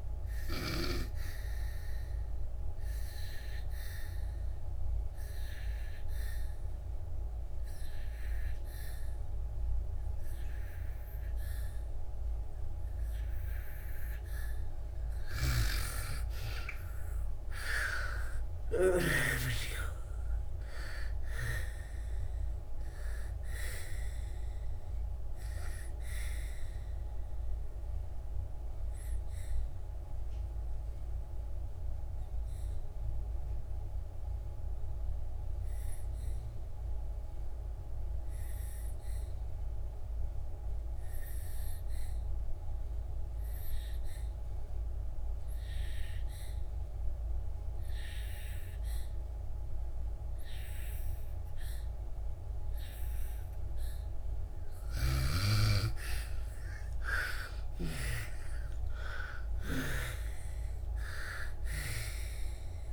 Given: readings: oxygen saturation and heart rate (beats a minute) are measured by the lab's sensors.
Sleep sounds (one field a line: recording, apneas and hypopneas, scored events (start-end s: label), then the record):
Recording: breathing in sleep by a room microphone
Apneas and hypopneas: 2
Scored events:
1.00-14.00 s: obstructive apnea (oxygen 99% before, 80% lowest, heart rate 65 before, 63 extreme, up 16 after)
2.50-39.50 s: oxygen desaturation (device-marked, oxygen 99% before, 82% lowest, heart rate 67 before, 61 extreme)
15.00-19.00 s: snoring (device-marked)
17.50-21.50 s: arousal
26.50-53.50 s: obstructive apnea (oxygen 97% before, 80% lowest, heart rate 72 before, 58 extreme, up 8 after)
52.50-62.93 s: oxygen desaturation (device-marked, oxygen 99% before, 80% lowest, heart rate 75 before, 58 extreme)
54.50-58.00 s: snoring (device-marked)
56.00-60.00 s: arousal
From the record:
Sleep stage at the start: N2 (light sleep)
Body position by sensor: on the back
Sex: female